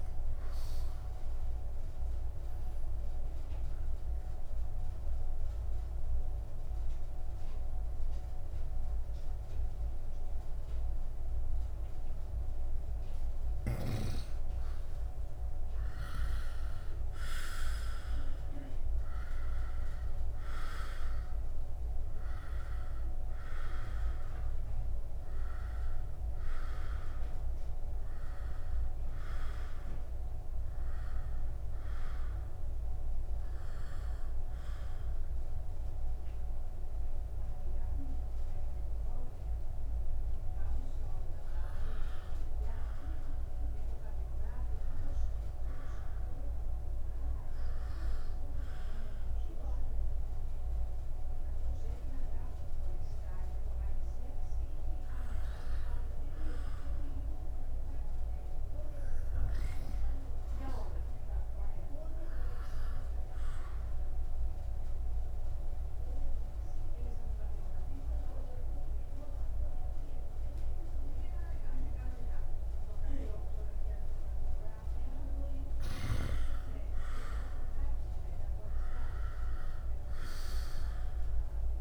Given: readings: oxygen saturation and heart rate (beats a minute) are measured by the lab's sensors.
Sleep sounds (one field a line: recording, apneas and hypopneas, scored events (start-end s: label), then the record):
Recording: breathing in sleep by a room microphone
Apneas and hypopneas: 3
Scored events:
2.00-14.00 s: obstructive apnea (oxygen 97% before, 88% lowest, heart rate 70 before, 64 extreme)
4.50-16.50 s: oxygen desaturation (device-marked, oxygen 97% before, 91% lowest, heart rate 69 before, 64 extreme)
15.50-20.00 s: arousal
23.50-43.50 s: oxygen desaturation (device-marked, oxygen 95% before, 88% lowest, heart rate 66 before, 68 extreme)
32.50-43.00 s: hypopnea (oxygen 97% before, 88% lowest, heart rate 67 before, 68 extreme, up 0 after)
47.00-51.00 s: arousal
64.50-76.00 s: obstructive apnea (oxygen 98% before, 89% lowest, heart rate 69 before, 66 extreme, up 0 after)
66.50-74.50 s: oxygen desaturation (device-marked, oxygen 97% before, 94% lowest, heart rate 69 before, 66 extreme)
76.50-81.81 s: oxygen desaturation (device-marked, oxygen 98% before, 89% lowest, heart rate 68 before, 65 extreme)
77.00-81.50 s: arousal
From the record:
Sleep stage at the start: N2 (light sleep)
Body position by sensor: upright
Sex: male